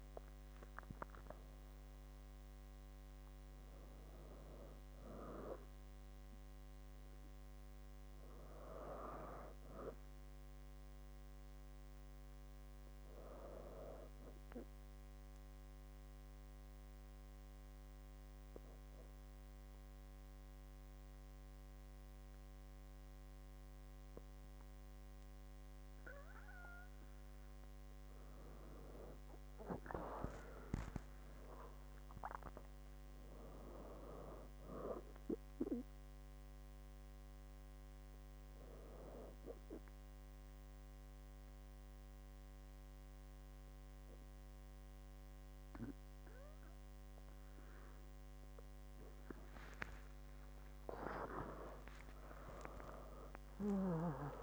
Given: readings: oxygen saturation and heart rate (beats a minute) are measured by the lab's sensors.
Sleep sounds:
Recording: breathing in sleep by a microphone on the trachea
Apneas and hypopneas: 2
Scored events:
14.50-28.00 s: obstructive apnea (oxygen 100% before, 97% lowest, heart rate 73 before, 61 extreme, up 7 after)
29.50-33.50 s: arousal
39.00-50.00 s: obstructive apnea (oxygen 98% before, 96% lowest, heart rate 69 before, 62 extreme, up 52 after)
53.00-54.43 s: arousal
From the record:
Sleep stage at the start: N2 (light sleep)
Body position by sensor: on the back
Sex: female

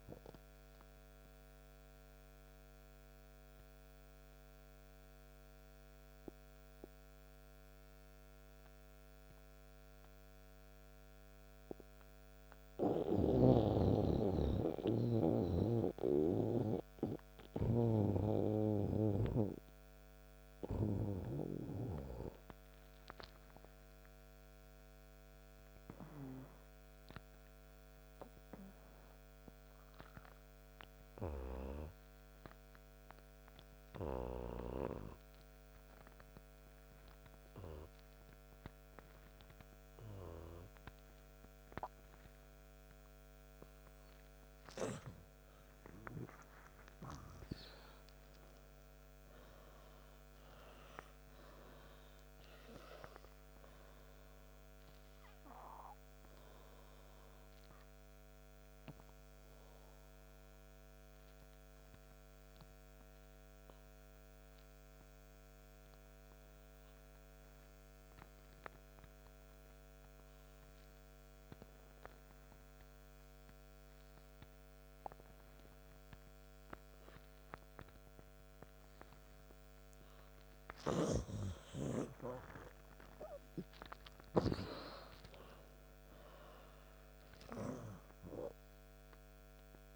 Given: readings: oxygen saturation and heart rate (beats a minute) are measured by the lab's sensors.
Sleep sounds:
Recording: breathing in sleep by a microphone on the trachea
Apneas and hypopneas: 2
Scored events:
2.00-44.00 s: mixed apnea (oxygen 99% before, 86% lowest, heart rate 62 before, 57 extreme, up 12 after)
5.00-20.00 s: oxygen desaturation (device-marked, oxygen 99% before, 86% lowest, heart rate 65 before, 61 extreme)
46.00-49.50 s: arousal
50.00-79.00 s: oxygen desaturation (device-marked, oxygen 100% before, 90% lowest, heart rate 66 before, 58 extreme)
58.00-80.50 s: obstructive apnea (oxygen 100% before, 89% lowest, heart rate 67 before, 58 extreme, up 15 after)
83.50-88.50 s: arousal
From the record:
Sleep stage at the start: N2 (light sleep)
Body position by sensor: on the right side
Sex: male

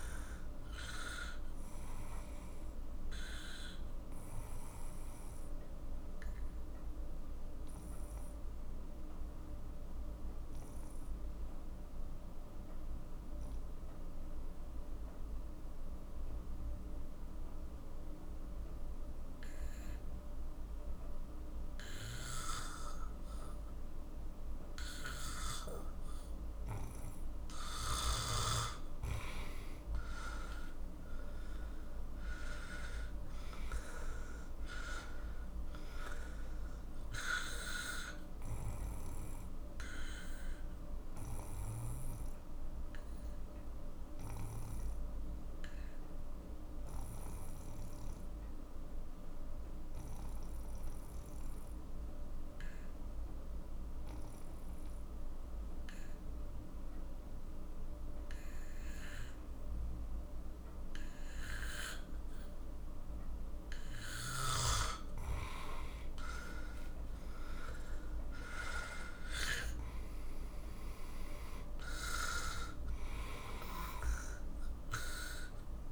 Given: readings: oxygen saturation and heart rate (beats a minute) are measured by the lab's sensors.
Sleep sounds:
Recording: breathing in sleep by a room microphone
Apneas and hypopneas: 2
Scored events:
0.00-16.50 s: oxygen desaturation (device-marked, oxygen 90% lowest, heart rate 42 extreme)
5.00-27.50 s: obstructive apnea (oxygen 98% before, 90% lowest, heart rate 62 before, 42 extreme, up 14 after)
30.50-34.50 s: arousal
30.50-51.50 s: oxygen desaturation (device-marked, oxygen 98% before, 91% lowest, heart rate 47 before, 43 extreme)
42.00-64.00 s: obstructive apnea (oxygen 98% before, 91% lowest, heart rate 55 before, 42 extreme, up 15 after)
64.50-75.92 s: oxygen desaturation (device-marked, oxygen 97% before, 92% lowest, heart rate 47 before, 42 extreme)
66.00-70.00 s: arousal
From the record:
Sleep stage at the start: N2 (light sleep)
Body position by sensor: on the back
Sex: male

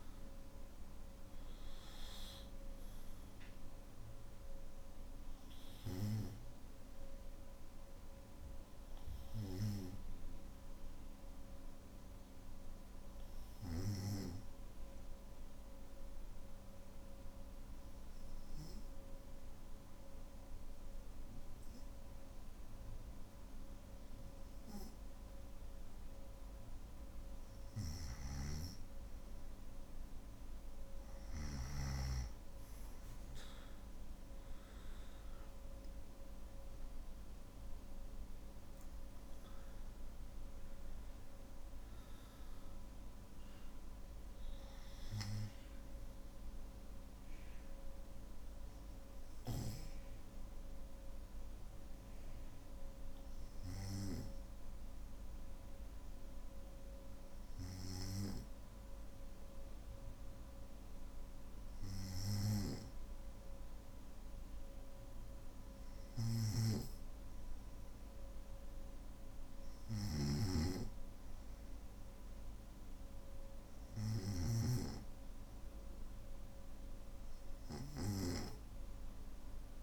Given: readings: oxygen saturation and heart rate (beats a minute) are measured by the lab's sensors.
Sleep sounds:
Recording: breathing in sleep by a room microphone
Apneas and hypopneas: 2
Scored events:
14.50-26.50 s: obstructive apnea (oxygen 98% before, 91% lowest, heart rate 58 before, 49 extreme, up 4 after)
27.50-58.50 s: oxygen desaturation (device-marked, oxygen 98% before, 91% lowest, heart rate 55 before, 49 extreme)
48.00-60.00 s: hypopnea (oxygen 98% before, 91% lowest, heart rate 57 before, 51 extreme, up 2 after)
69.50-74.00 s: snoring (device-marked)
From the record:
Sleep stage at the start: N2 (light sleep)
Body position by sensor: on the back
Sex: male

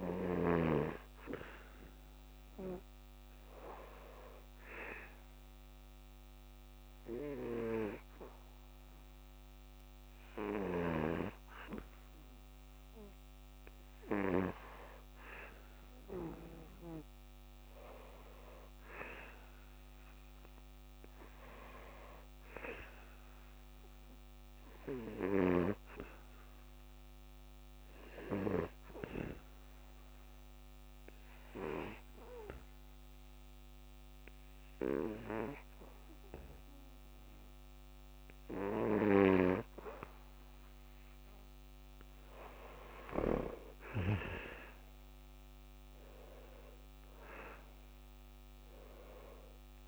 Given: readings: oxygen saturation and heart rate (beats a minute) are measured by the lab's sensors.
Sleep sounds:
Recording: breathing in sleep by a microphone on the trachea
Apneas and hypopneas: 2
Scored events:
1.00-16.00 s: oxygen desaturation (device-marked, oxygen 93% before, 89% lowest, heart rate 74 before, 72 extreme)
3.50-14.50 s: hypopnea (oxygen 93% before, 88% lowest, heart rate 74 before, 73 extreme, up 4 after)
17.50-20.50 s: arousal
25.00-40.00 s: hypopnea (oxygen 93% before, 87% lowest, heart rate 76 before, 72 extreme, up 4 after)
28.00-45.00 s: oxygen desaturation (device-marked, oxygen 91% before, 88% lowest, heart rate 75 before, 72 extreme)
43.50-47.50 s: arousal
From the record:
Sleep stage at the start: N2 (light sleep)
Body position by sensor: on the back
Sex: male

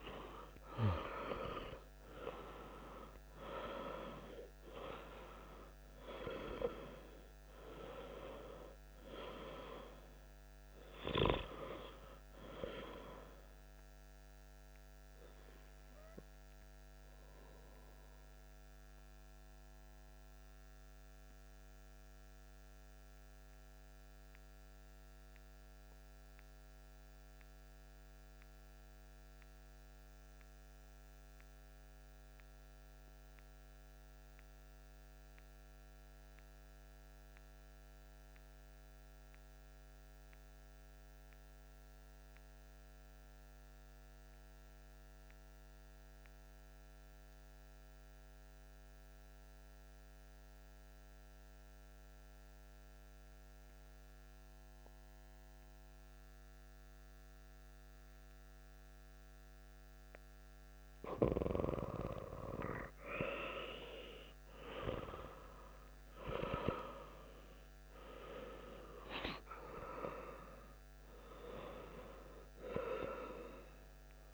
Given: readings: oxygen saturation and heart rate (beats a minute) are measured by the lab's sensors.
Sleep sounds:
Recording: breathing in sleep by a microphone on the trachea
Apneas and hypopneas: 1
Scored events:
0.00-19.50 s: oxygen desaturation (device-marked, oxygen 88% lowest)
18.00-60.00 s: mixed apnea (oxygen 95% before, 90% lowest)
49.50-74.34 s: oxygen desaturation (device-marked, oxygen 98% before, 91% lowest)
61.50-67.00 s: arousal
From the record:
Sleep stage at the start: N2 (light sleep)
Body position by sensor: on the back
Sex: male

